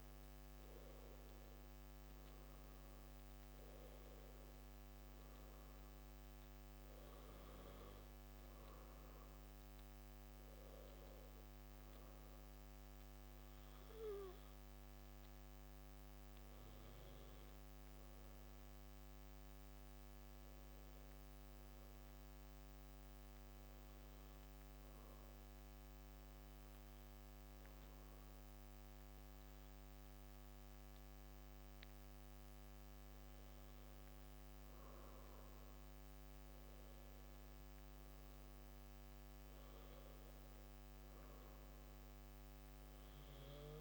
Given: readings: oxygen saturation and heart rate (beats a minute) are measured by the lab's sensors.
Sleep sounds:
breathing in sleep, hard to hear, by a microphone on the trachea; 1
0.00-2.00 s: arousal
17.50-33.50 s: hypopnea (oxygen 97% before, 94% lowest)
35.00-39.50 s: arousal
From the record:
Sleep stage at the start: N2 (light sleep); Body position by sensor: on the back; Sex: male

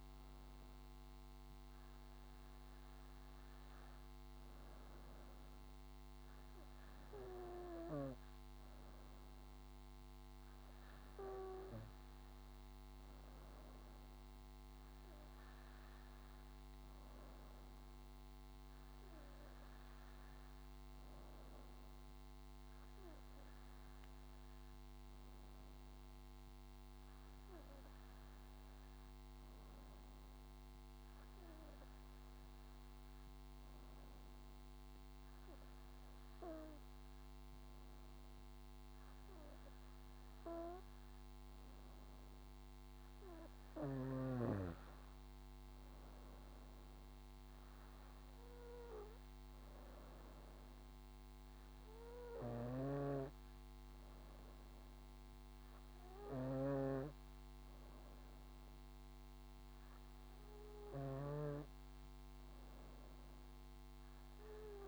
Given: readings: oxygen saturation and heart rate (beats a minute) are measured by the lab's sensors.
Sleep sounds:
breathing in sleep by a microphone on the trachea; none
53.00-57.00 s: snoring (device-marked)
From the record:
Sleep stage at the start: N2 (light sleep); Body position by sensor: on the back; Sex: female

